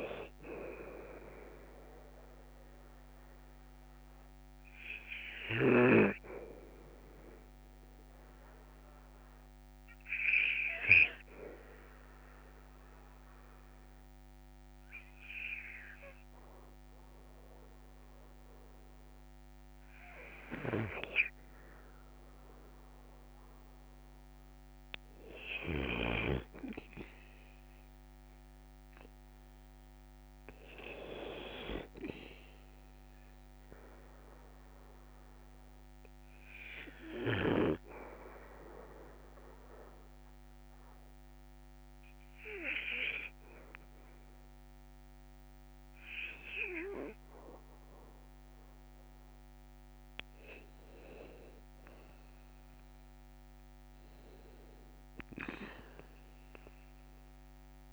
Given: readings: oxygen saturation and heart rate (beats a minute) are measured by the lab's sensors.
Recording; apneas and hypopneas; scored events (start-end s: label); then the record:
breathing in sleep by a microphone on the trachea; 2
0.00-30.50 s: oxygen desaturation (device-marked, oxygen 89% lowest, heart rate 57 extreme)
7.00-19.50 s: hypopnea (oxygen 97% before, 89% lowest, heart rate 62 before, 58 extreme, up 4 after)
22.00-25.50 s: arousal
35.50-49.00 s: hypopnea (oxygen 95% before, 92% lowest, heart rate 61 before, 57 extreme, up 9 after)
51.00-54.50 s: arousal
From the record:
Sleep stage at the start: REM sleep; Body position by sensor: on the back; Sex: male